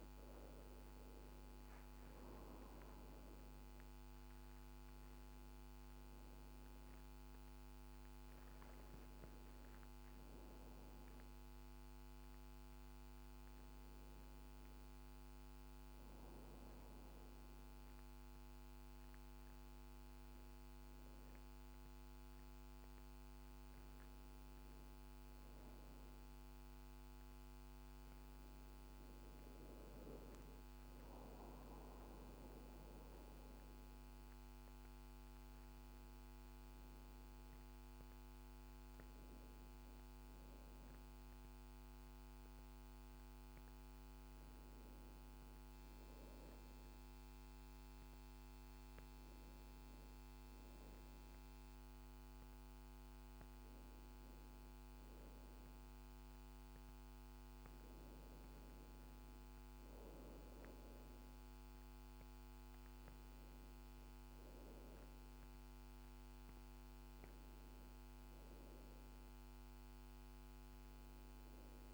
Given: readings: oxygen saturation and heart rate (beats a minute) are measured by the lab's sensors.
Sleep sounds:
breathing in sleep, hard to hear, by a microphone on the trachea; none
0.00-21.50 s: oxygen desaturation (device-marked, oxygen 92% lowest, heart rate 53 extreme)
From the record:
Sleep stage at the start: N1 (lightest sleep); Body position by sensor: on the back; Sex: female

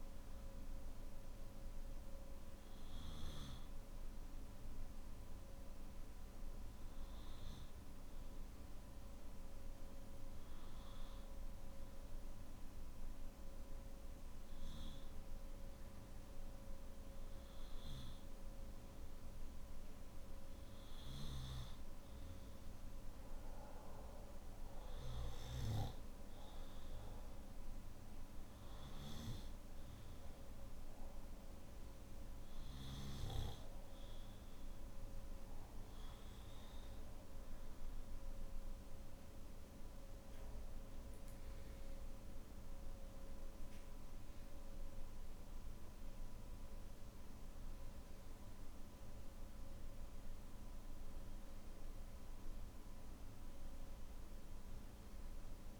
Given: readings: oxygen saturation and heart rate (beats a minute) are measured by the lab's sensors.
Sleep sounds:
breathing in sleep, hard to hear, by a room microphone; none
none scored
From the record:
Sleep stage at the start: N2 (light sleep); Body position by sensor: on the back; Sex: male

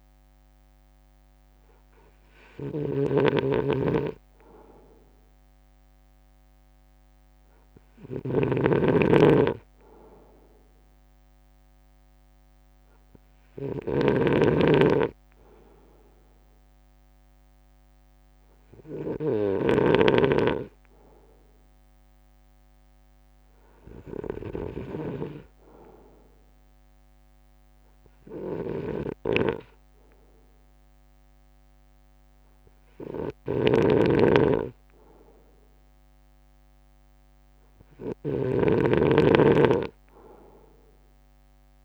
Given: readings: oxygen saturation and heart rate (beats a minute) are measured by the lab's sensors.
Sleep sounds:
breathing in sleep by a microphone on the trachea; none
2.50-41.85 s: snoring (device-marked)
8.00-17.00 s: drop in pulse transit time (device-marked, heart rate 57 before, 57 extreme)
From the record:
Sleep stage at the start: N3 (deep sleep); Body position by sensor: on the front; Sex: male

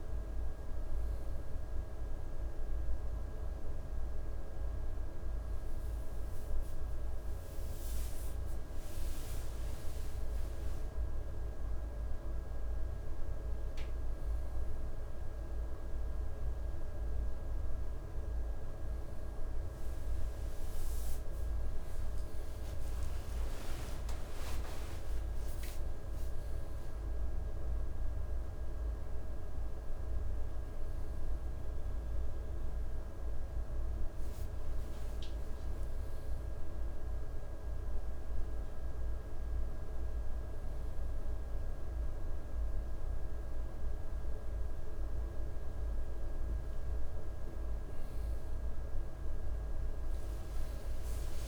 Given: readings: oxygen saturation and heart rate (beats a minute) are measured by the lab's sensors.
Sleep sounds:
breathing in sleep, hard to hear, by a room microphone; none
21.50-25.50 s: arousal
49.00-51.48 s: arousal
From the record:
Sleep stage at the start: N1 (lightest sleep); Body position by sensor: on the right side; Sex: male

